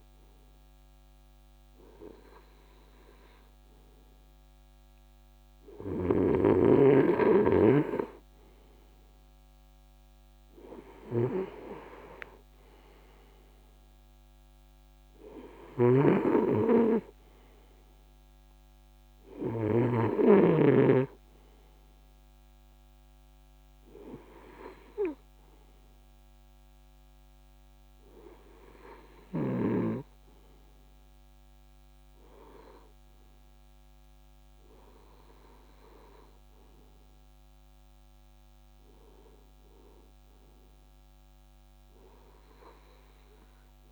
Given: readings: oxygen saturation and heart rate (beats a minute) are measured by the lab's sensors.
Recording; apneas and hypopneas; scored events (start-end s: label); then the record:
breathing in sleep by a microphone on the trachea; none
15.00-19.50 s: snoring (device-marked)
31.00-43.92 s: new sleep stage, REM sleep
From the record:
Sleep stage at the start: N2 (light sleep); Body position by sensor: on the right side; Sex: male